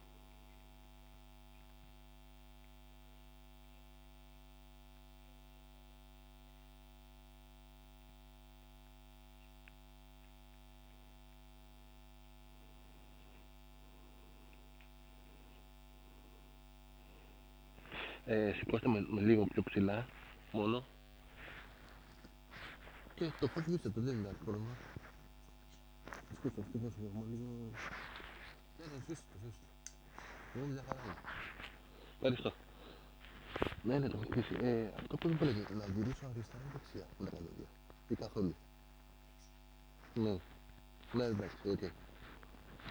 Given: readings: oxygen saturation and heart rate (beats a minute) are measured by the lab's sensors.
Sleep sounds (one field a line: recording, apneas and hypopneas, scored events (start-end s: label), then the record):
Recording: a person awake in a sleep study, by a microphone on the trachea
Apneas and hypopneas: none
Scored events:
none scored
From the record:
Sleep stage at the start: awake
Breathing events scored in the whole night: 354 in 6.7 hours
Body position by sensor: on the back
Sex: male